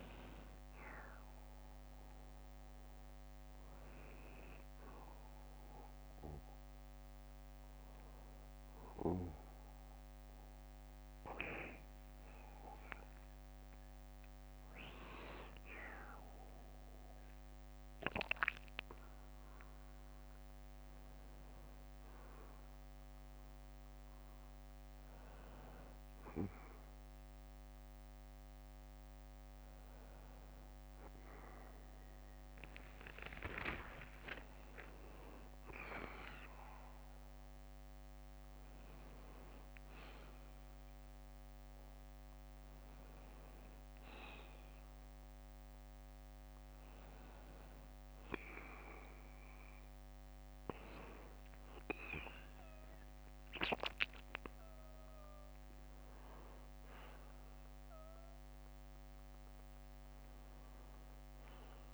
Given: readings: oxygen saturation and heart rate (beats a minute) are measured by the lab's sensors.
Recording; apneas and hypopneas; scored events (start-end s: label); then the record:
a person awake in a sleep study, by a microphone on the trachea; none
27.00-29.00 s: bradycardia (device-marked, heart rate 67 before, 63 extreme)
30.00-32.00 s: bradycardia (device-marked, heart rate 67 before, 58 extreme)
From the record:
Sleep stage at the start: awake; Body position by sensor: on the back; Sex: male